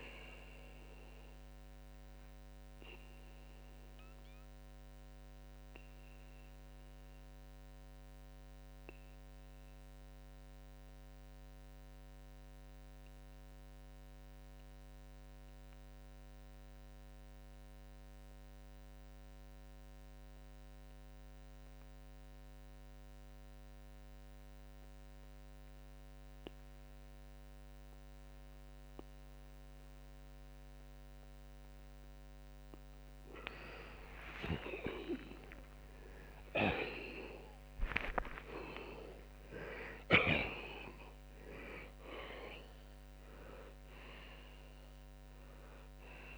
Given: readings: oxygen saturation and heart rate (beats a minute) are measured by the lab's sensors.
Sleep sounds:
breathing in sleep by a microphone on the trachea; 1
3.50-32.00 s: mixed apnea (oxygen 96% before, 84% lowest, heart rate 102 before, 59 extreme)
11.00-36.00 s: oxygen desaturation (device-marked, oxygen 95% before, 86% lowest, heart rate 100 before, 60 extreme)
34.00-40.50 s: snoring (device-marked)
35.00-41.00 s: arousal
From the record:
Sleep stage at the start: N2 (light sleep); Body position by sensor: on the back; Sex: male

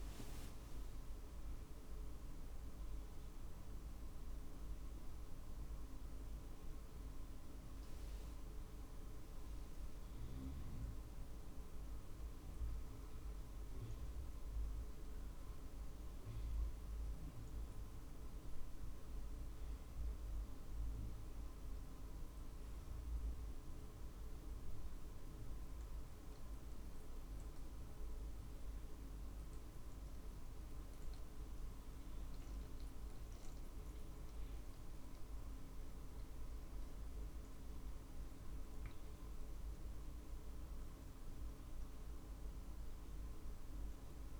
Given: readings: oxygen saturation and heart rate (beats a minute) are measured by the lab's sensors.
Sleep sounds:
a person awake in a sleep study, hard to hear, by a room microphone; none
0.00-1.00 s: long interval between heartbeats (device-marked, heart rate 80 extreme)
0.00-20.50 s: drop in pulse transit time (device-marked, heart rate 60 extreme)
From the record:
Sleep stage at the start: awake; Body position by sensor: on the right side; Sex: male

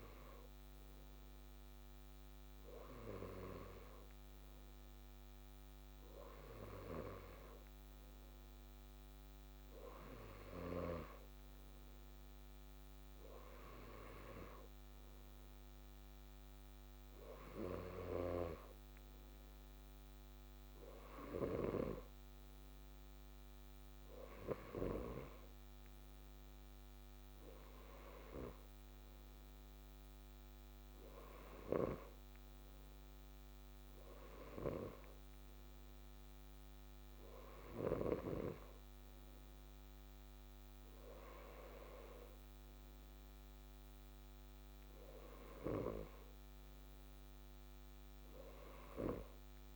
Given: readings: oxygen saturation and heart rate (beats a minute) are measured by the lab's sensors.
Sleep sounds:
breathing in sleep by a microphone on the trachea; none
none scored
From the record:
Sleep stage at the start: N2 (light sleep); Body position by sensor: on the left side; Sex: male

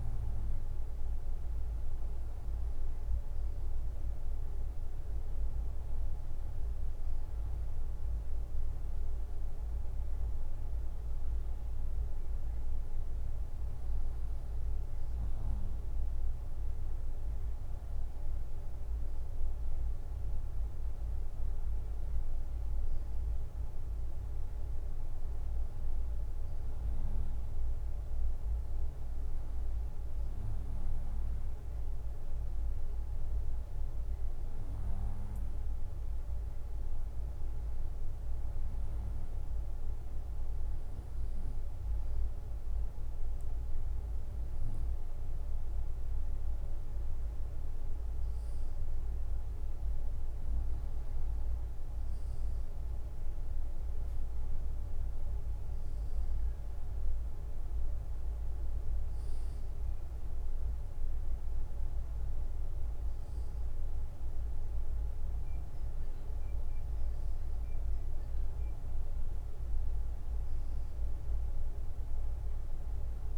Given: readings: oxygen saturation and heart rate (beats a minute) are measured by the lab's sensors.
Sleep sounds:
breathing in sleep, hard to hear, by a room microphone; none
none scored
From the record:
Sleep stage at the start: N2 (light sleep); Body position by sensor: on the right side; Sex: male

